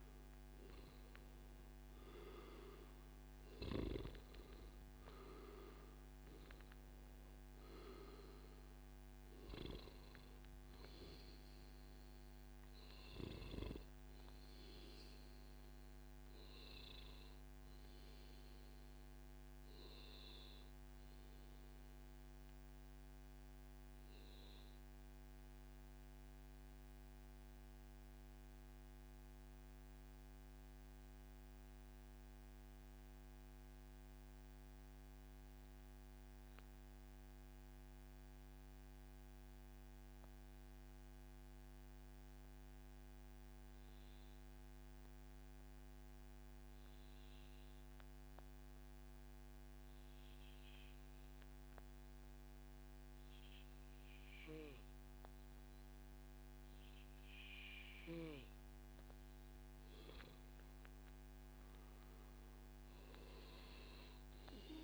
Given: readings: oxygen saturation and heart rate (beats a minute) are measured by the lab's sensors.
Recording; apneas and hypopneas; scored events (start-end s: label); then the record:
breathing in sleep by a microphone on the trachea; 1
0.00-1.50 s: arousal
0.00-10.00 s: oxygen desaturation (device-marked, oxygen 94% lowest, heart rate 106 extreme)
13.00-15.00 s: long interval between heartbeats (device-marked, heart rate 141 before, 124 extreme)
18.50-58.00 s: obstructive apnea (oxygen 97% before, 93% lowest, heart rate 135 before, 107 extreme, up 2 after)
54.00-64.83 s: oxygen desaturation (device-marked, oxygen 97% before, 93% lowest, heart rate 139 before, 99 extreme)
62.50-64.83 s: arousal
From the record:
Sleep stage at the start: N2 (light sleep); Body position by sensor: on the back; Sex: male